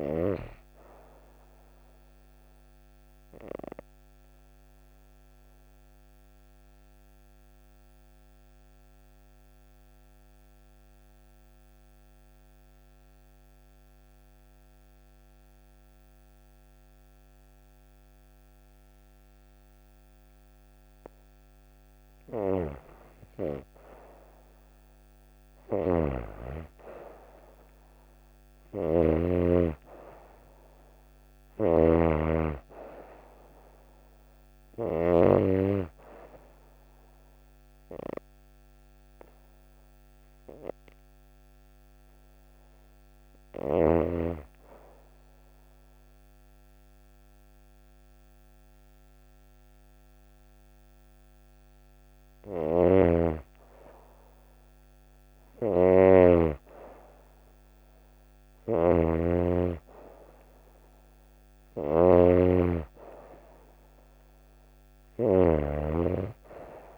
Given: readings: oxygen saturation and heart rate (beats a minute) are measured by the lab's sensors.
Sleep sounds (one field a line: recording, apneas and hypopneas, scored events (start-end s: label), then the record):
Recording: breathing in sleep by a microphone on the trachea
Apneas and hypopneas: 2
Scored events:
0.00-13.50 s: oxygen desaturation (device-marked, oxygen 88% lowest)
2.00-21.00 s: obstructive apnea (oxygen 98% before, 88% lowest)
22.50-26.00 s: arousal
25.50-35.00 s: snoring (device-marked)
31.50-48.50 s: oxygen desaturation (device-marked, oxygen 98% before, 92% lowest)
37.50-52.00 s: hypopnea (oxygen 98% before, 92% lowest)
52.50-66.98 s: snoring (device-marked)
54.00-57.00 s: arousal
From the record:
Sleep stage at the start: N2 (light sleep)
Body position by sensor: on the right side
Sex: female